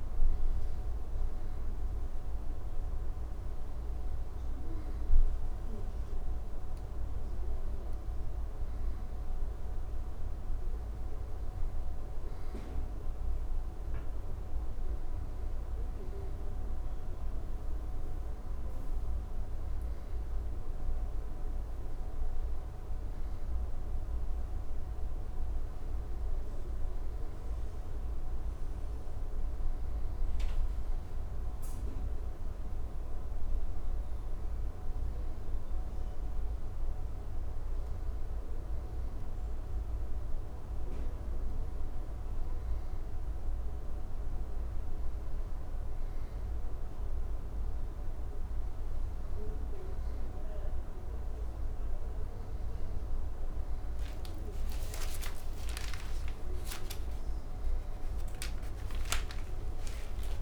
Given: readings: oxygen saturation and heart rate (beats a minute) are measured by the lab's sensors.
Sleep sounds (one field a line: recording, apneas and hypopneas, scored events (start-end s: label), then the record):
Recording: a person awake in a sleep study, hard to hear, by a room microphone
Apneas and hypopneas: none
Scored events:
none scored
From the record:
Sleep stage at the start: awake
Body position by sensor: on the back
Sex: male